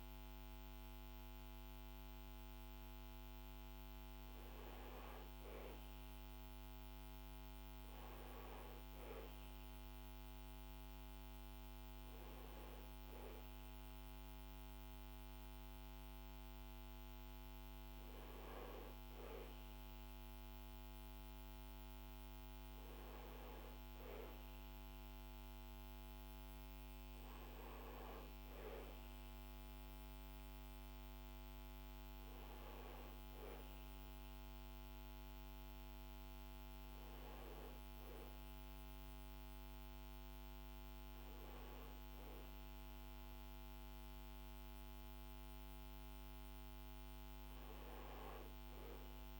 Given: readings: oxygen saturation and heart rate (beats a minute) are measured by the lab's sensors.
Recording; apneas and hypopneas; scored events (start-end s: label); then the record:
breathing in sleep, hard to hear, by a microphone on the trachea; none
41.00-49.40 s: new sleep stage, awake
From the record:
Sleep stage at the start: N2 (light sleep); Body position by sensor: on the back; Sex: male